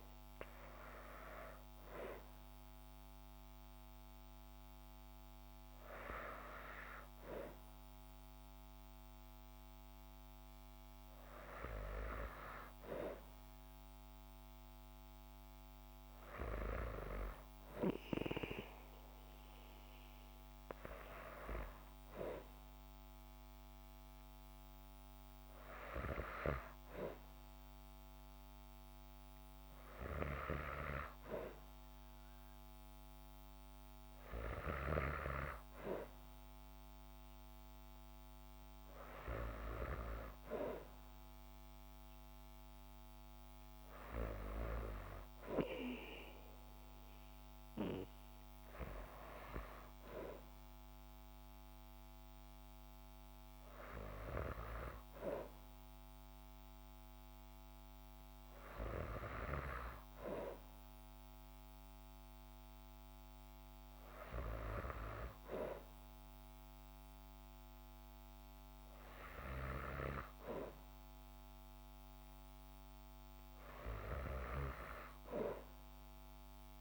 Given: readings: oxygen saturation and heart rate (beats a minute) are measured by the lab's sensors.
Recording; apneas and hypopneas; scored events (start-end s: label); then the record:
breathing in sleep by a microphone on the trachea; none
none scored
From the record:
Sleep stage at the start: N2 (light sleep); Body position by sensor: on the back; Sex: female